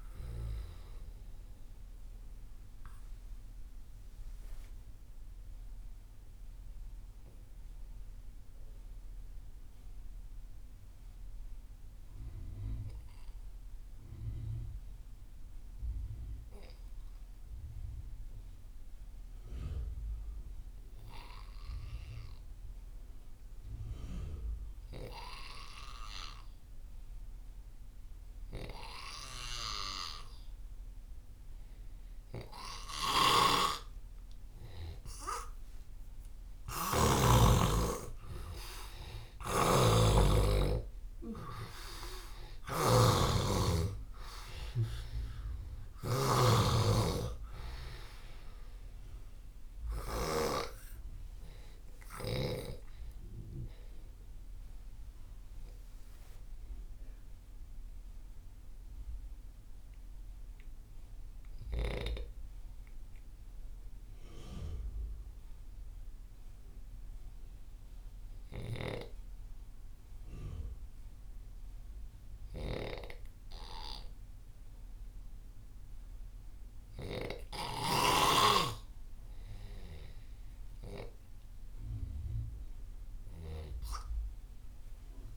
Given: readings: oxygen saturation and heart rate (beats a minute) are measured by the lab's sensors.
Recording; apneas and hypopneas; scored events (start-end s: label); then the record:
breathing in sleep by a room microphone; 2
0.00-18.50 s: oxygen desaturation (device-marked, oxygen 85% lowest)
3.00-35.00 s: mixed apnea (oxygen 98% before, 85% lowest)
32.50-37.00 s: snoring (device-marked)
34.50-63.50 s: oxygen desaturation (device-marked, oxygen 98% before, 86% lowest)
36.00-40.00 s: arousal
39.00-50.50 s: snoring (device-marked)
53.00-81.00 s: mixed apnea (oxygen 98% before, 86% lowest)
81.50-85.37 s: oxygen desaturation (device-marked, oxygen 98% before, 90% lowest)
From the record:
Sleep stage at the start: N2 (light sleep); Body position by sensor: on the left side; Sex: male